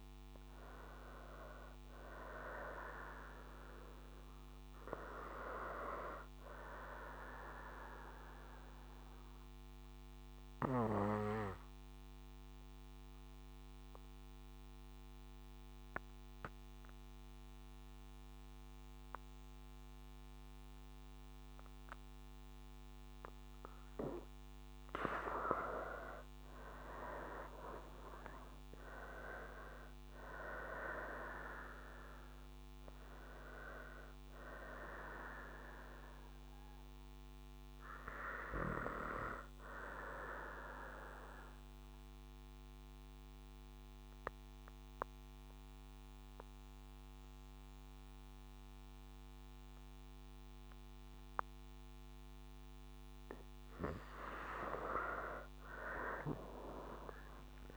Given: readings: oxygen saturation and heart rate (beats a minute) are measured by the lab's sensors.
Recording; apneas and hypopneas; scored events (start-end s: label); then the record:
breathing in sleep by a microphone on the trachea; 2
0.00-2.00 s: arousal
2.00-27.00 s: oxygen desaturation (device-marked, oxygen 94% before, 83% lowest, heart rate 59 before, 57 extreme)
6.50-24.50 s: obstructive apnea (oxygen 95% before, 82% lowest, heart rate 60 before, 57 extreme, up 13 after)
27.00-31.00 s: arousal
29.00-56.00 s: oxygen desaturation (device-marked, oxygen 92% before, 82% lowest, heart rate 59 before, 57 extreme)
36.00-53.00 s: obstructive apnea (oxygen 92% before, 82% lowest, heart rate 63 before, 57 extreme, up 20 after)
From the record:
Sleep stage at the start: N2 (light sleep); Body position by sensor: on the right side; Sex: female